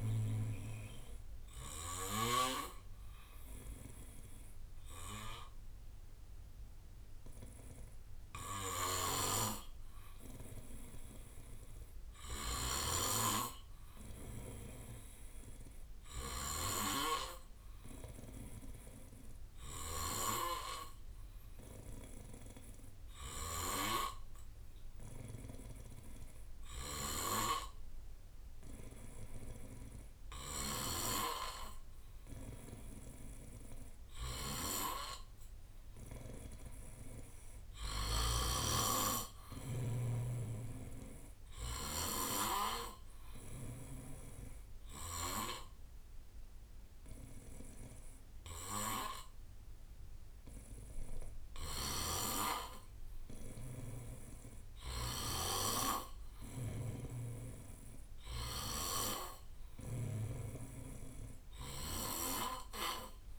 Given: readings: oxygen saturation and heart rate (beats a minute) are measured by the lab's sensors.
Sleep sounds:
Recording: breathing in sleep by a room microphone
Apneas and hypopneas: 1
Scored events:
0.00-2.50 s: snoring (device-marked)
0.00-10.50 s: oxygen desaturation (device-marked, oxygen 92% lowest, heart rate 63 extreme)
8.50-20.00 s: snoring (device-marked)
11.50-15.50 s: arousal
17.50-37.00 s: obstructive apnea (oxygen 95% before, 89% lowest, heart rate 66 before, 62 extreme, up 8 after)
26.50-42.00 s: snoring (device-marked)
35.50-55.50 s: oxygen desaturation (device-marked, oxygen 93% before, 90% lowest, heart rate 65 before, 65 extreme)
39.50-43.50 s: arousal
48.50-63.39 s: new sleep stage, N3 (deep sleep)
51.50-60.00 s: snoring (device-marked)
From the record:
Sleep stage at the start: N2 (light sleep)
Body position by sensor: on the back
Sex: male

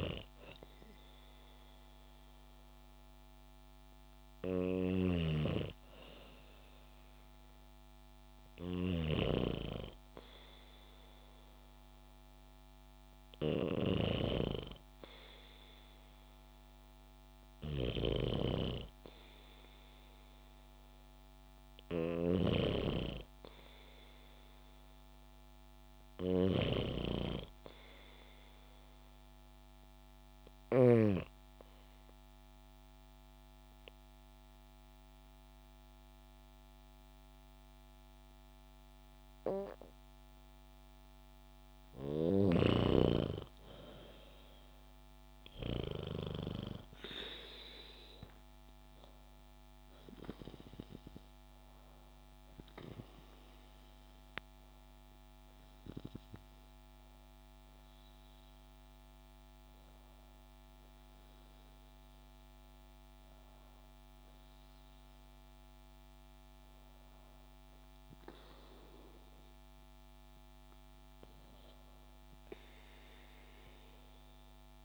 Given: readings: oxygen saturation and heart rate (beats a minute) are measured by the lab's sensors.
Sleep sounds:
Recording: breathing in sleep by a microphone on the trachea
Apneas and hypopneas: 1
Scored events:
0.00-13.00 s: snoring (device-marked)
19.50-23.00 s: arousal
21.00-30.50 s: snoring (device-marked)
29.00-40.50 s: obstructive apnea (oxygen 97% before, 94% lowest, heart rate 68 before, 58 extreme, up 0 after)
40.50-42.50 s: bradycardia (device-marked, heart rate 71 before, 64 extreme)
43.00-46.00 s: arousal
From the record:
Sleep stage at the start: N2 (light sleep)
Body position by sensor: on the back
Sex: female

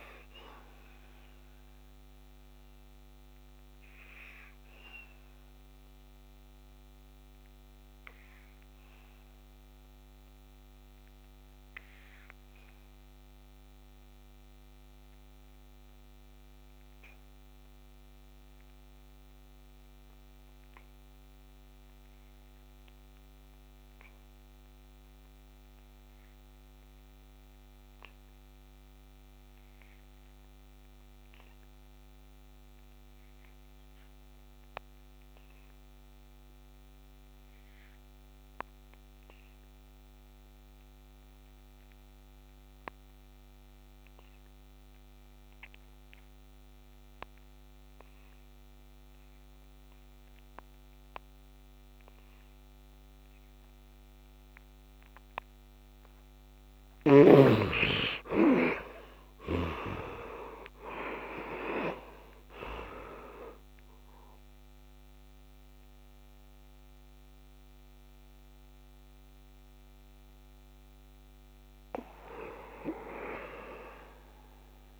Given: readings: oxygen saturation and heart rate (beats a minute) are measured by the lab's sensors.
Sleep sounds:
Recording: breathing in sleep by a microphone on the trachea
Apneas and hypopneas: 1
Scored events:
0.00-15.00 s: oxygen desaturation (device-marked, oxygen 69% lowest, heart rate 62 extreme)
2.00-52.50 s: obstructive apnea (oxygen 97% before, 55% lowest, heart rate 74 before, 64 extreme, up 19 after)
21.00-75.00 s: oxygen desaturation (device-marked, oxygen 99% before, 55% lowest, heart rate 66 before, 64 extreme)
55.00-59.50 s: arousal
From the record:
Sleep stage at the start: N2 (light sleep)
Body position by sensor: on the back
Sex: male

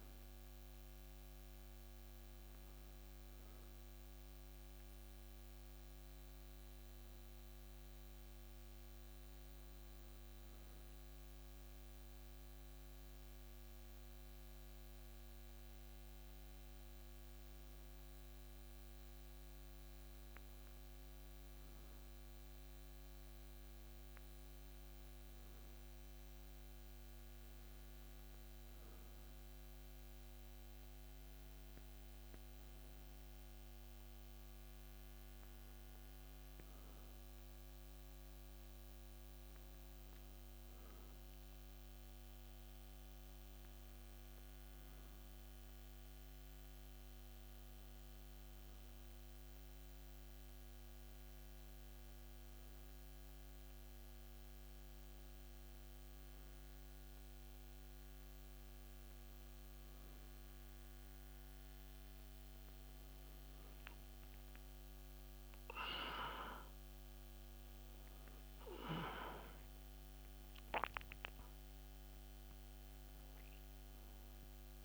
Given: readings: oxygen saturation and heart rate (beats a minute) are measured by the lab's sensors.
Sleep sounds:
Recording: a person awake in a sleep study, hard to hear, by a microphone on the trachea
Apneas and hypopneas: none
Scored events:
none scored
From the record:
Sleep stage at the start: awake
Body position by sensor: on the back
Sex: male

